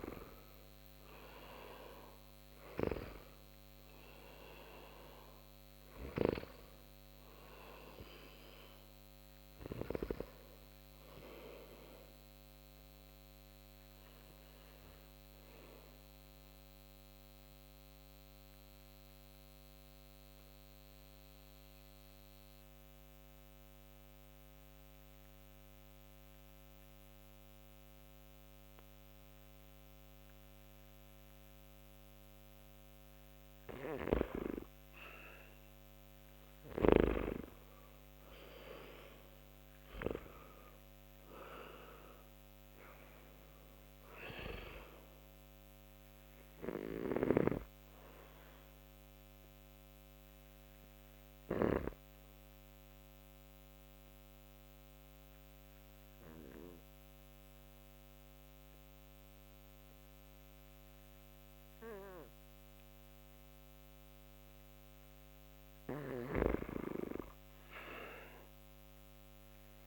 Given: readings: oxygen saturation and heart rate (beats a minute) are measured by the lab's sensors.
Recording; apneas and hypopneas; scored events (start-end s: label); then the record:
breathing in sleep by a microphone on the trachea; 2
0.00-3.00 s: arousal
0.50-6.50 s: oxygen desaturation (device-marked, oxygen 98% before, 94% lowest)
12.50-24.50 s: oxygen desaturation (device-marked, oxygen 95% before, 90% lowest)
13.50-32.50 s: obstructive apnea (oxygen 98% before, 88% lowest)
34.50-39.50 s: arousal
40.50-64.50 s: oxygen desaturation (device-marked, oxygen 97% before, 88% lowest)
51.50-65.00 s: obstructive apnea (oxygen 98% before, 88% lowest)
68.00-69.86 s: arousal
From the record:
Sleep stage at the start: N2 (light sleep); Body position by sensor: on the back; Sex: male